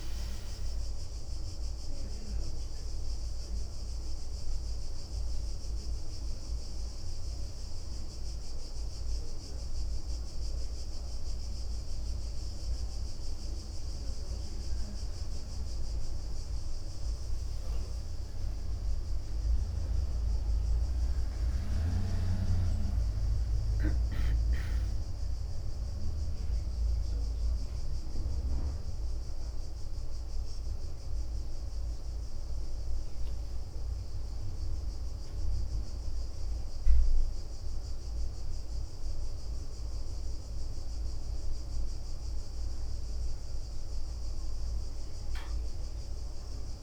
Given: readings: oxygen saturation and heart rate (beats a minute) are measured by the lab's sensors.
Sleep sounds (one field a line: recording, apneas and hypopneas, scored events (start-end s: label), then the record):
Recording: breathing in sleep by a room microphone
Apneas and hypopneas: none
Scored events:
16.50-20.50 s: arousal
16.50-21.50 s: leg movement (device-marked)
From the record:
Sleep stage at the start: N1 (lightest sleep)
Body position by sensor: on the back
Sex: female